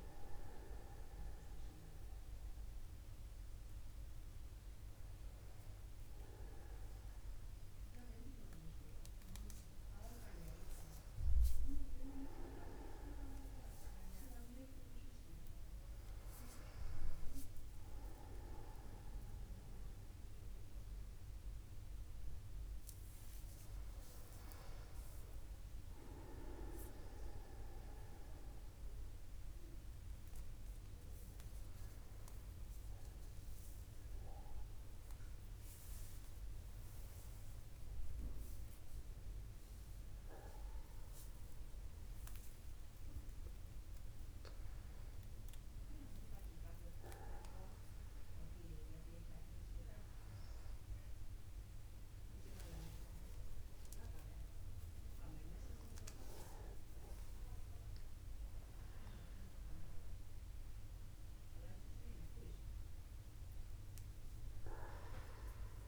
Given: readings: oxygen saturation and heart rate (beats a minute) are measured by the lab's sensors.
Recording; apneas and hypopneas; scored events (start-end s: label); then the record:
a person awake in a sleep study, by a room microphone; none
25.00-27.00 s: long interval between heartbeats (device-marked, heart rate 51 before, 59 extreme)
32.00-34.00 s: long interval between heartbeats (device-marked, heart rate 54 before, 60 extreme)
42.50-44.50 s: long interval between heartbeats (device-marked, heart rate 66 before, 66 extreme)
44.50-46.50 s: long interval between heartbeats (device-marked, heart rate 68 before, 69 extreme)
52.50-54.50 s: long interval between heartbeats (device-marked, heart rate 69 before, 60 extreme)
58.50-60.50 s: long interval between heartbeats (device-marked, heart rate 66 before, 58 extreme)
From the record:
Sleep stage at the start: awake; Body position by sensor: upright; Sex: male